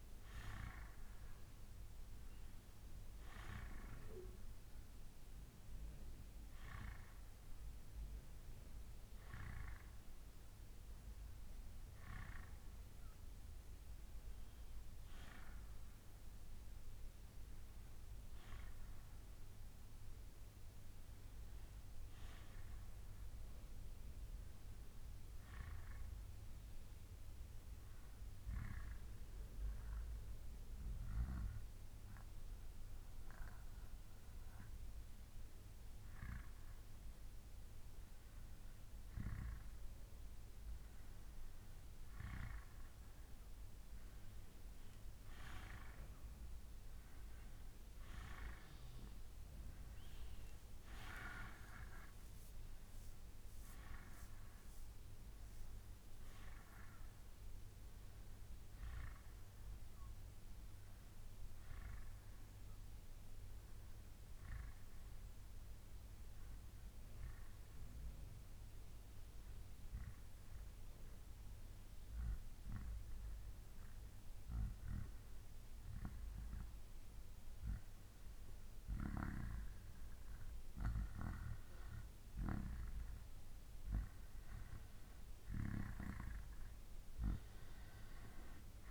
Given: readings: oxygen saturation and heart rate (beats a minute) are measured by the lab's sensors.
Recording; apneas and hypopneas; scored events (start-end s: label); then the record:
breathing in sleep by a room microphone; 2
11.00-15.00 s: arousal
27.00-38.00 s: hypopnea (oxygen 93% before, 89% lowest, heart rate 67 before, 64 extreme, up 6 after)
40.00-44.00 s: arousal
46.50-65.50 s: oxygen desaturation (device-marked, oxygen 93% before, 89% lowest, heart rate 67 before, 63 extreme)
68.00-81.50 s: hypopnea (oxygen 94% before, 87% lowest, heart rate 69 before, 64 extreme, up 6 after)
84.00-87.50 s: arousal
86.50-88.91 s: oxygen desaturation (device-marked, oxygen 94% before, 89% lowest, heart rate 67 before, 58 extreme)
From the record:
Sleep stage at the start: N2 (light sleep); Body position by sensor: on the back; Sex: male